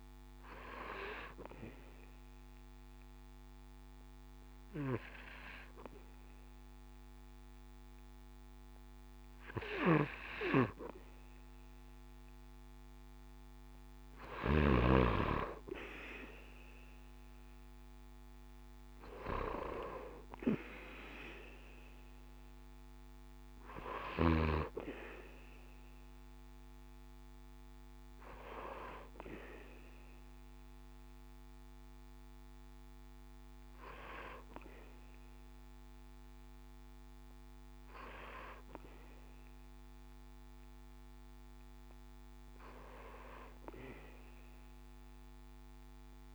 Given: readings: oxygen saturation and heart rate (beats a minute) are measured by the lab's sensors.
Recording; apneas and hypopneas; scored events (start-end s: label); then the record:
breathing in sleep by a microphone on the trachea; 1
0.50-13.50 s: hypopnea (oxygen 95% before, 93% lowest, heart rate 68 before, 66 extreme, up 7 after)
16.00-19.00 s: arousal
From the record:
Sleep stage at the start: N2 (light sleep); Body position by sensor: on the back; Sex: male